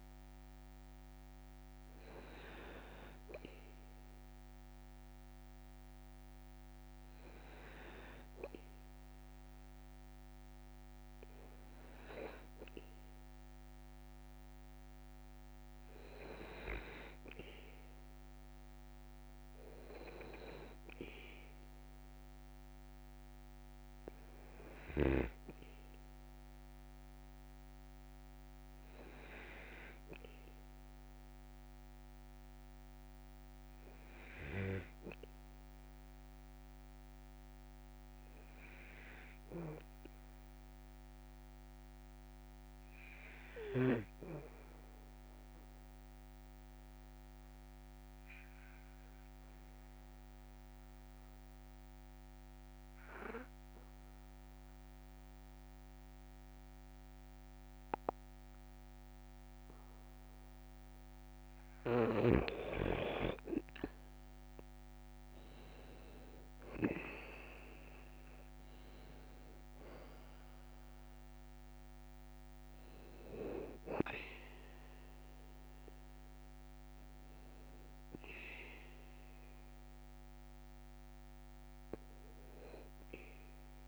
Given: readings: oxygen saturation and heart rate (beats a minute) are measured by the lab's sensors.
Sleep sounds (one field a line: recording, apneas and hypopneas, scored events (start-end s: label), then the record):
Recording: breathing in sleep by a microphone on the trachea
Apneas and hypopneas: 1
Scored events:
46.00-62.00 s: mixed apnea (oxygen 96% before, 87% lowest, heart rate 56 before, 52 extreme, up 12 after)
64.50-69.00 s: arousal
From the record:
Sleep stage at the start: N2 (light sleep)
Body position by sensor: on the back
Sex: male